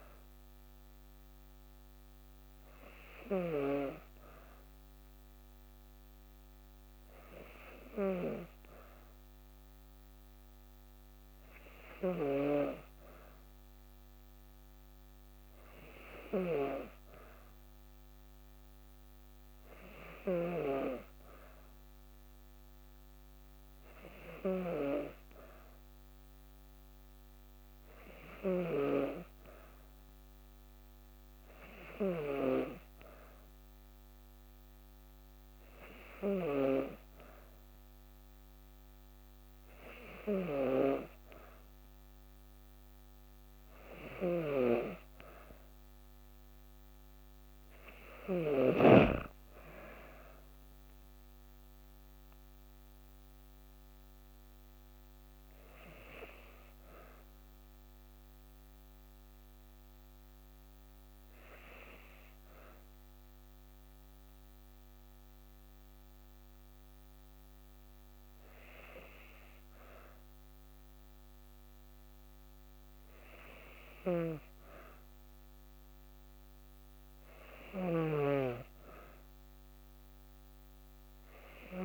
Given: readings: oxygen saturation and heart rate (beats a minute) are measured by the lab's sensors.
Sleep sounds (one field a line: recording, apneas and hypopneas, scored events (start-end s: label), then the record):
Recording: breathing in sleep by a microphone on the trachea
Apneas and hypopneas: 1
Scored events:
46.50-51.50 s: arousal
54.00-70.00 s: hypopnea (oxygen 93% before, 93% lowest, heart rate 55 before, 52 extreme, up 2 after)
72.00-76.00 s: arousal
73.50-81.85 s: snoring (device-marked)
From the record:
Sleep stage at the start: N2 (light sleep)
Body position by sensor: on the back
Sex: female